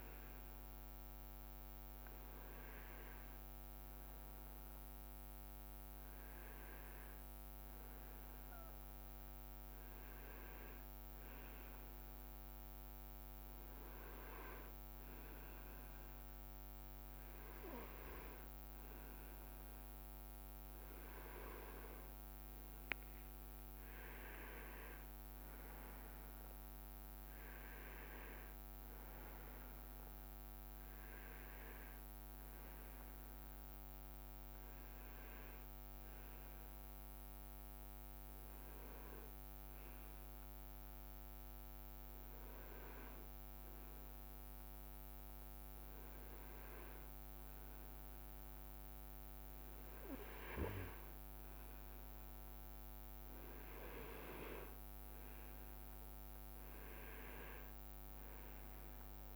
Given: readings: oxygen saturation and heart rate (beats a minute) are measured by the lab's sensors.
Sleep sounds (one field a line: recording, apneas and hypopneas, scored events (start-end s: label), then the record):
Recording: breathing in sleep by a microphone on the trachea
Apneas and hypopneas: 2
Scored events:
12.00-23.50 s: hypopnea (oxygen 98% before, 94% lowest, heart rate 66 before, 61 extreme, up 7 after)
24.00-29.00 s: leg movement (device-marked)
24.50-29.00 s: arousal
38.00-59.36 s: new sleep stage, N2 (light sleep)
41.00-53.00 s: obstructive apnea (oxygen 97% before, 94% lowest, heart rate 69 before, 62 extreme, up 7 after)
56.50-59.36 s: arousal
57.50-59.36 s: leg movement (device-marked)
From the record:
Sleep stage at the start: N1 (lightest sleep)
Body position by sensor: on the right side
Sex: male